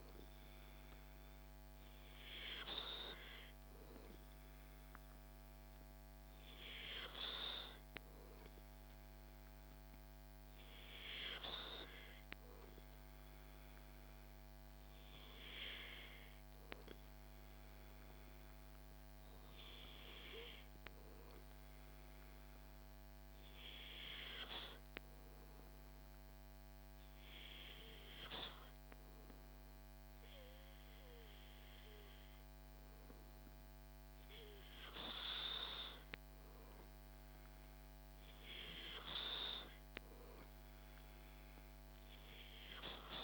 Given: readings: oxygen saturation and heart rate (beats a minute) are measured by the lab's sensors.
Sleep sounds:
breathing in sleep by a microphone on the trachea; none
none scored
From the record:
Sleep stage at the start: N2 (light sleep); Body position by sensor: on the back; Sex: male

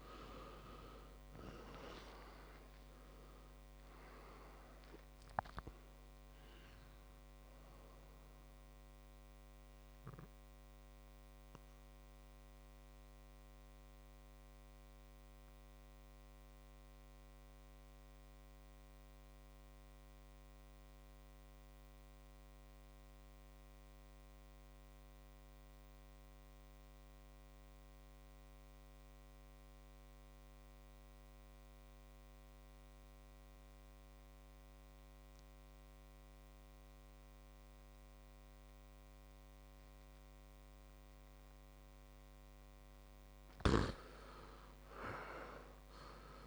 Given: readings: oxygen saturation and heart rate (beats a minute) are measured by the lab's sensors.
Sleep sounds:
breathing in sleep by a microphone on the trachea; 1
0.00-2.00 s: arousal
0.00-24.50 s: oxygen desaturation (device-marked, oxygen 92% lowest, heart rate 49 extreme)
12.00-42.00 s: mixed apnea (oxygen 100% before, 87% lowest, heart rate 66 before, 51 extreme, up 13 after)
36.50-46.47 s: oxygen desaturation (device-marked, oxygen 100% before, 88% lowest, heart rate 55 before, 58 extreme)
44.00-46.47 s: arousal
From the record:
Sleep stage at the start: N2 (light sleep); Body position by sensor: on the back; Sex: male

